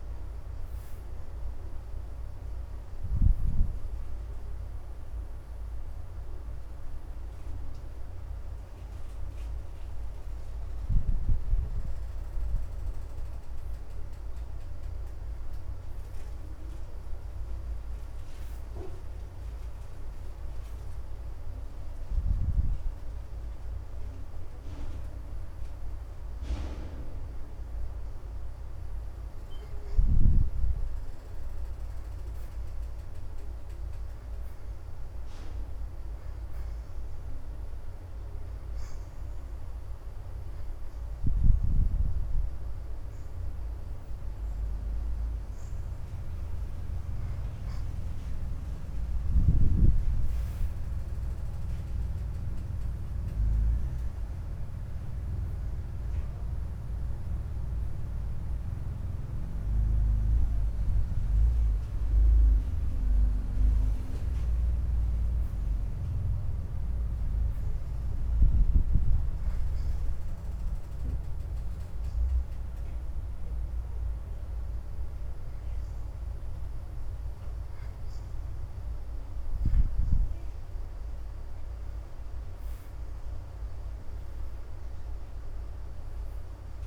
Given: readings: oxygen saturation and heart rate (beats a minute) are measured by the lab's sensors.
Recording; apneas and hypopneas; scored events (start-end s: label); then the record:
breathing in sleep by a room microphone; 2
0.00-5.00 s: oxygen desaturation (device-marked, oxygen 72% lowest, heart rate 76 extreme)
23.00-33.00 s: oxygen desaturation (device-marked, oxygen 84% before, 76% lowest, heart rate 96 before, 78 extreme)
24.00-84.00 s: new sleep stage, N2 (light sleep)
38.00-48.00 s: hypopnea (oxygen 84% before, 66% lowest, heart rate 80 before, 78 extreme, up 4 after)
38.00-51.00 s: oxygen desaturation (device-marked, oxygen 83% before, 76% lowest, heart rate 80 before, 78 extreme)
53.00-70.00 s: oxygen desaturation (device-marked, oxygen 79% before, 68% lowest, heart rate 81 before, 78 extreme)
54.00-58.50 s: arousal
70.00-80.50 s: hypopnea (oxygen 80% before, 66% lowest, heart rate 81 before, 78 extreme, up 4 after)
82.50-86.50 s: arousal
84.00-86.87 s: new sleep stage, N1 (lightest sleep)
From the record:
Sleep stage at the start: N1 (lightest sleep); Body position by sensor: on the back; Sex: female